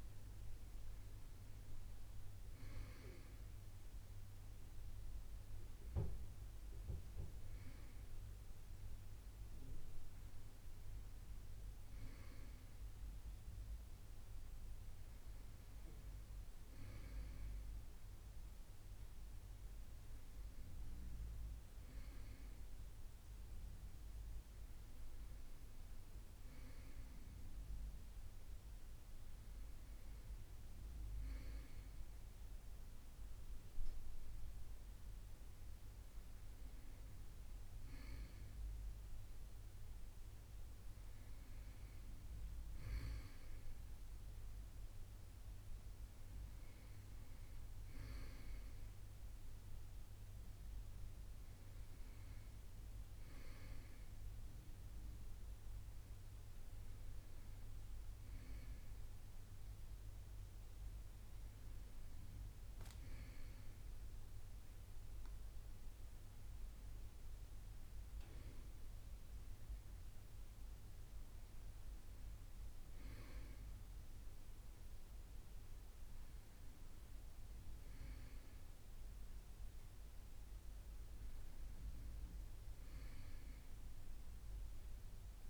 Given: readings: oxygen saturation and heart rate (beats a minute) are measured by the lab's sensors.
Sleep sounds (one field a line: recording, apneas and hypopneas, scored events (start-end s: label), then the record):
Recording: a person awake in a sleep study, hard to hear, by a room microphone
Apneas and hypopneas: none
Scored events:
none scored
From the record:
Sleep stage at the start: awake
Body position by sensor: on the right side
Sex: male